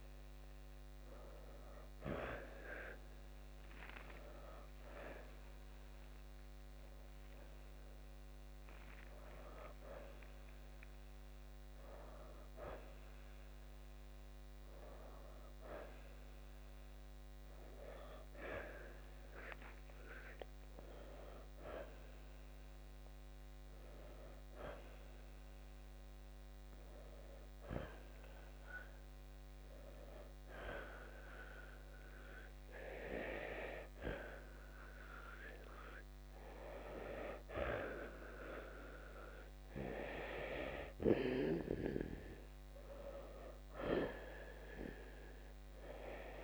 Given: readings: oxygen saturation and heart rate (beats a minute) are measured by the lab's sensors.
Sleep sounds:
breathing in sleep by a microphone on the trachea; none
0.00-7.00 s: oxygen desaturation (device-marked, oxygen 84% lowest, heart rate 65 extreme)
4.50-9.00 s: arousal
13.00-20.00 s: oxygen desaturation (device-marked, oxygen 94% before, 91% lowest, heart rate 88 before, 65 extreme)
From the record:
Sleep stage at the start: N2 (light sleep); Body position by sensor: on the back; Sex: male

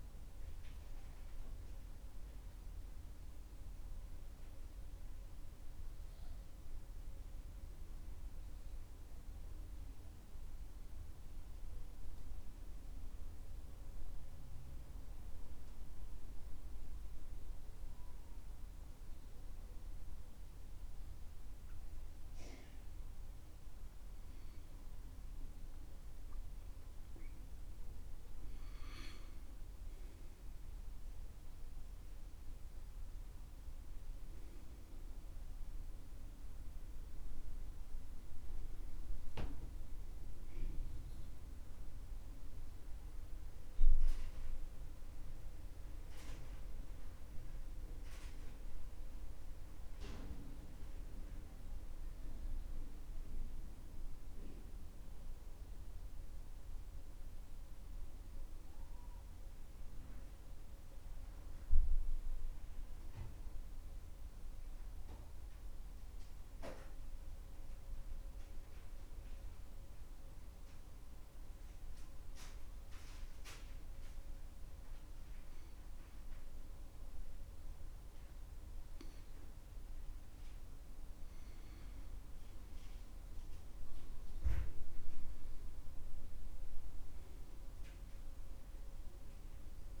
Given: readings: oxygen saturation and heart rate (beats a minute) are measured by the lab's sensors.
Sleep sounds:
breathing in sleep, hard to hear, by a room microphone; 2
14.00-24.50 s: central apnea (oxygen 99% before, 92% lowest, heart rate 67 before, 66 extreme, up 13 after)
20.00-59.00 s: oxygen desaturation (device-marked, oxygen 97% before, 92% lowest, heart rate 67 before, 68 extreme)
27.00-30.50 s: arousal
58.50-62.00 s: arousal
64.50-79.50 s: hypopnea (oxygen 96% before, 90% lowest, heart rate 70 before, 68 extreme, up 4 after)
81.50-85.00 s: arousal
86.00-90.00 s: oxygen desaturation (device-marked, oxygen 94% before, 90% lowest, heart rate 69 before, 65 extreme)
From the record:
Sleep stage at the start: N2 (light sleep); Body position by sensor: on the back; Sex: male

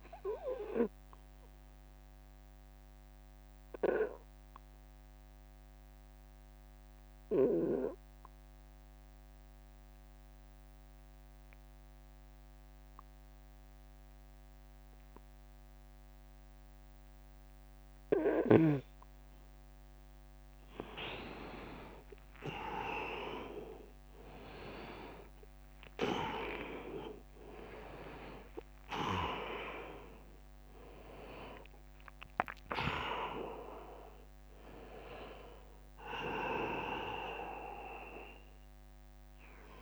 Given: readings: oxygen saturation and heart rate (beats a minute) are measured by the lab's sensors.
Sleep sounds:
breathing in sleep by a microphone on the trachea; 1
0.00-12.50 s: oxygen desaturation (device-marked, oxygen 91% lowest, heart rate 64 extreme)
1.00-19.00 s: obstructive apnea (oxygen 100% before, 88% lowest, heart rate 68 before, 64 extreme, up 16 after)
1.50-3.50 s: long interval between heartbeats (device-marked, heart rate 68 before, 65 extreme)
24.50-37.50 s: drop in pulse transit time (device-marked, heart rate 74 before, 80 extreme)
24.50-39.82 s: oxygen desaturation (device-marked, oxygen 98% before, 88% lowest, heart rate 74 before, 65 extreme)
25.00-30.00 s: arousal
From the record:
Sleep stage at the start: N2 (light sleep); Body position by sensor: on the back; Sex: male

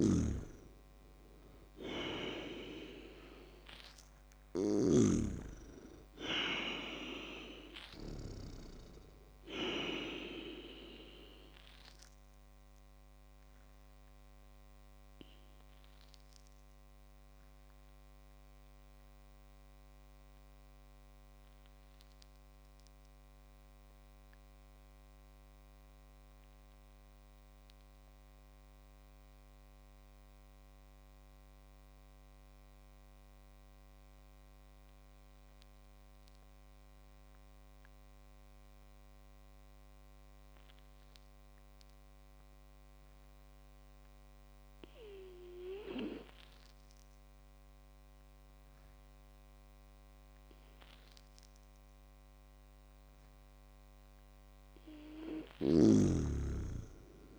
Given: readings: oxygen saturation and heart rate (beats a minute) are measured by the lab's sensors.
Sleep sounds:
breathing in sleep by a microphone on the trachea; 1
0.00-8.00 s: snoring (device-marked)
0.00-14.50 s: oxygen desaturation (device-marked, oxygen 96% lowest, heart rate 52 extreme)
0.50-4.50 s: arousal
12.50-51.50 s: obstructive apnea (oxygen 100% before, 96% lowest, heart rate 66 before, 50 extreme, up 14 after)
55.00-57.39 s: snoring (device-marked)
From the record:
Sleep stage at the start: N2 (light sleep); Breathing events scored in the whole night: 246 in 4.0 hours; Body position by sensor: on the back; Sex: male

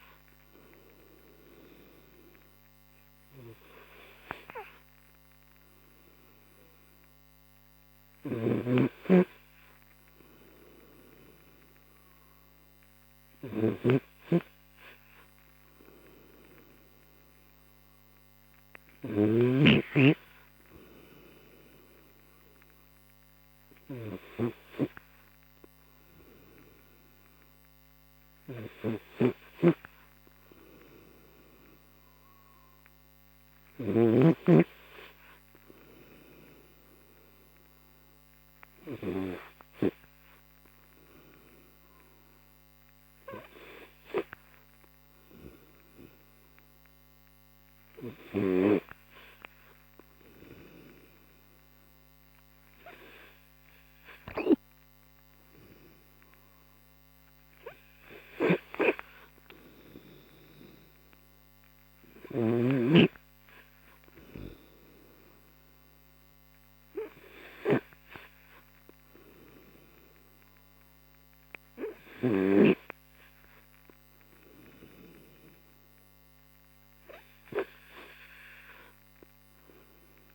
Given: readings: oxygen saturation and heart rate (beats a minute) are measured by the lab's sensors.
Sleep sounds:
breathing in sleep by a microphone on the trachea; 1
3.50-17.00 s: hypopnea (oxygen 94% before, 90% lowest, heart rate 74 before, 31 extreme, up 11 after)
9.00-20.00 s: snoring (device-marked)
19.00-22.00 s: arousal
29.50-34.50 s: snoring (device-marked)
40.50-80.35 s: new sleep stage, N3 (deep sleep)
58.00-63.00 s: snoring (device-marked)
From the record:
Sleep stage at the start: N2 (light sleep); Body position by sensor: on the right side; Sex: male

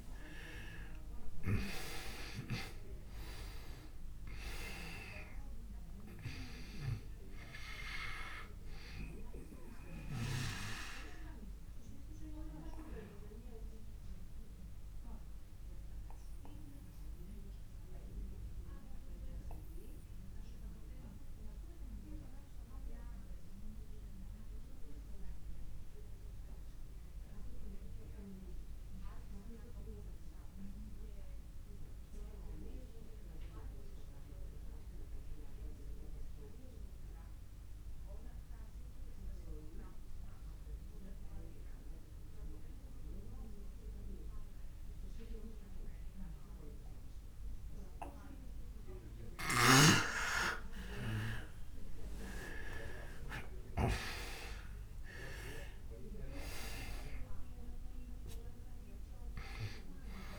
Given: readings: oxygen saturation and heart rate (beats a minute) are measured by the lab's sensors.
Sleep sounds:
breathing in sleep by a room microphone; 1
0.00-2.50 s: arousal
0.00-25.50 s: oxygen desaturation (device-marked, oxygen 84% lowest)
10.50-49.50 s: obstructive apnea (oxygen 99% before, 84% lowest)
45.50-60.39 s: oxygen desaturation (device-marked, oxygen 99% before, 86% lowest)
49.50-54.50 s: arousal
From the record:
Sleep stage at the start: N2 (light sleep); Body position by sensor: on the back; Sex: male

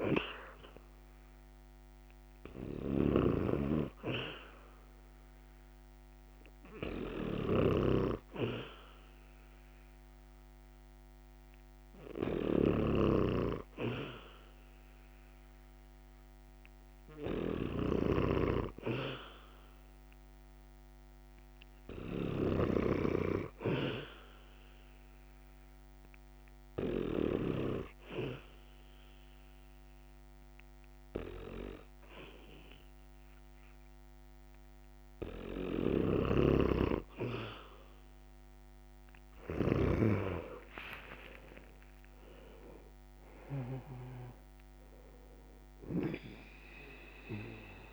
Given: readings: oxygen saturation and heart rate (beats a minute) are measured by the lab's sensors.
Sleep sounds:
breathing in sleep by a microphone on the trachea; 1
0.00-3.00 s: snoring (device-marked)
4.00-22.00 s: oxygen desaturation (device-marked, oxygen 98% before, 91% lowest, heart rate 65 before, 66 extreme)
12.50-18.00 s: snoring (device-marked)
18.50-22.00 s: arousal
24.00-36.00 s: hypopnea (oxygen 98% before, 90% lowest, heart rate 68 before, 68 extreme, up 6 after)
35.50-39.50 s: snoring (device-marked)
40.00-44.00 s: arousal
From the record:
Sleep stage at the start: N2 (light sleep); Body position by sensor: on the back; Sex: male

